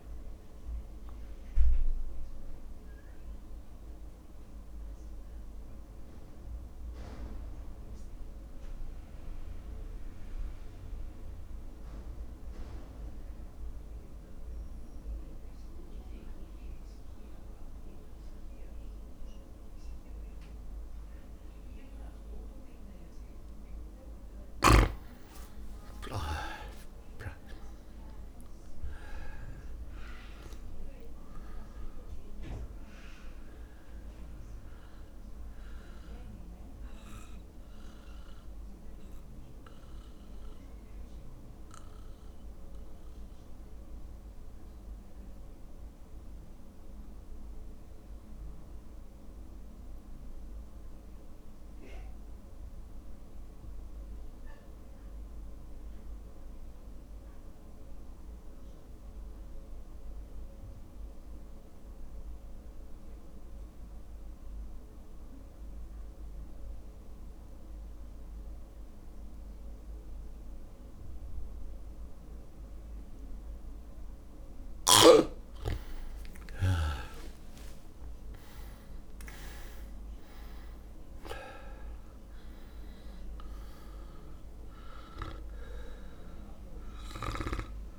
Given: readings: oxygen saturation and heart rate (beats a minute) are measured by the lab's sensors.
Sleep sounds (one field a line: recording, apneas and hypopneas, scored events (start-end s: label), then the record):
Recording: breathing in sleep by a room microphone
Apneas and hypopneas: 2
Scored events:
0.00-7.00 s: drop in pulse transit time (device-marked, heart rate 55 extreme)
3.00-23.00 s: mixed apnea (oxygen 100% before, 91% lowest, heart rate 55 before, 53 extreme, up 4 after)
26.00-30.00 s: arousal
32.00-54.00 s: oxygen desaturation (device-marked, oxygen 99% before, 91% lowest, heart rate 56 before, 54 extreme)
37.00-75.50 s: mixed apnea (oxygen 99% before, 85% lowest, heart rate 57 before, 54 extreme, up 13 after)
74.00-87.98 s: oxygen desaturation (device-marked, oxygen 100% before, 85% lowest, heart rate 56 before, 54 extreme)
77.00-81.00 s: arousal
80.00-87.98 s: drop in pulse transit time (device-marked, heart rate 57 before, 55 extreme)
From the record:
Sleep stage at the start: N2 (light sleep)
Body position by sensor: on the back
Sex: male